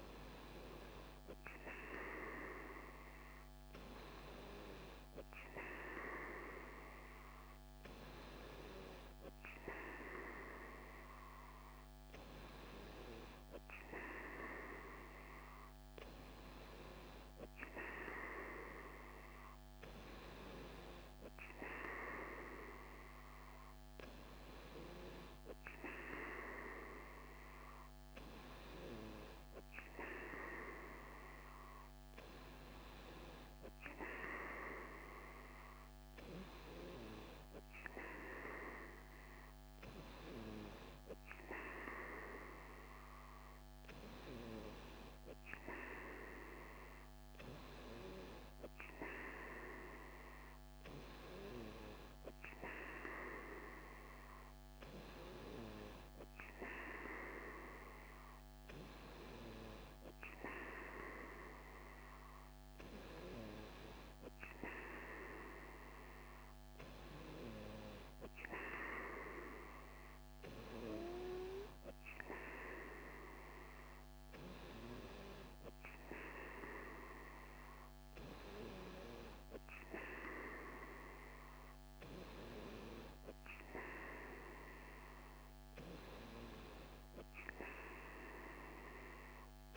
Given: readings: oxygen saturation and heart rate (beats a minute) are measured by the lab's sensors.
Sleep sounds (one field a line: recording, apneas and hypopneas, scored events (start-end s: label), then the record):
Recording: breathing in sleep by a microphone on the trachea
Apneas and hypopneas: none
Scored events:
none scored
From the record:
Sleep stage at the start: N3 (deep sleep)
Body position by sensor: on the right side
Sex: female